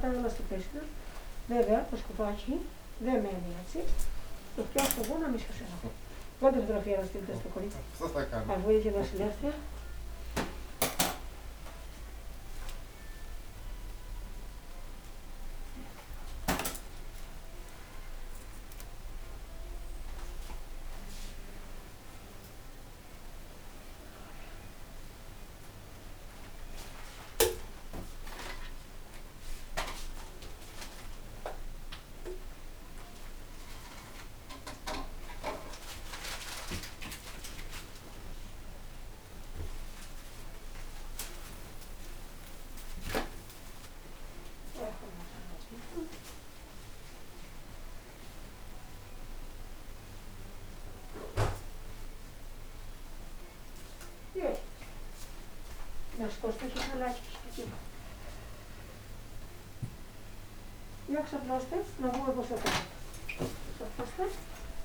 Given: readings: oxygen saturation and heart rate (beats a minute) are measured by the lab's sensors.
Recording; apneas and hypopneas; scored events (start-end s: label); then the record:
a person awake in a sleep study, by a room microphone; none
4.00-8.50 s: snoring (device-marked)
From the record:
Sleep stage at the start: awake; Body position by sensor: upright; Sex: male